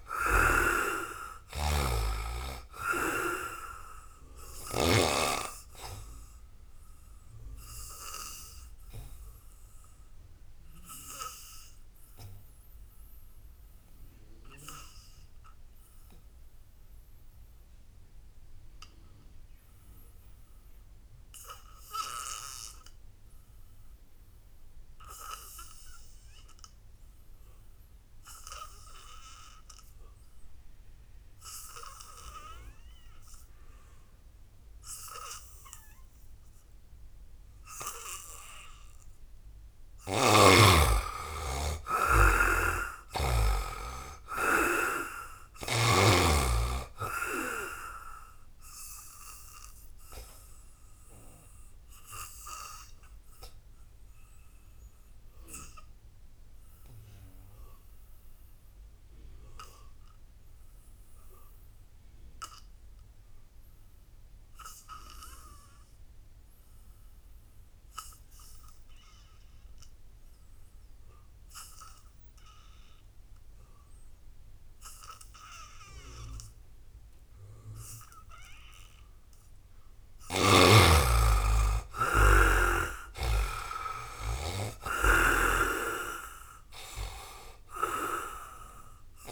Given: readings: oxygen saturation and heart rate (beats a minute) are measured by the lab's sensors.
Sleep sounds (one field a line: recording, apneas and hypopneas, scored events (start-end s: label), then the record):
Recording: breathing in sleep by a room microphone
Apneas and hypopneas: 2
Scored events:
0.00-4.50 s: snoring (device-marked)
0.00-16.50 s: oxygen desaturation (device-marked, oxygen 72% lowest, heart rate 61 extreme)
6.00-37.50 s: obstructive apnea (oxygen 98% before, 72% lowest, heart rate 71 before, 61 extreme, up 8 after)
26.50-61.50 s: oxygen desaturation (device-marked, oxygen 98% before, 72% lowest, heart rate 80 before, 57 extreme)
40.00-43.00 s: arousal
42.00-45.50 s: snoring (device-marked)
49.50-79.00 s: obstructive apnea (oxygen 98% before, 72% lowest, heart rate 69 before, 57 extreme, up 18 after)
67.50-89.31 s: oxygen desaturation (device-marked, oxygen 98% before, 72% lowest, heart rate 79 before, 57 extreme)
80.00-83.50 s: arousal
84.50-89.31 s: snoring (device-marked)
From the record:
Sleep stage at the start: N2 (light sleep)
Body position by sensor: on the back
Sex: male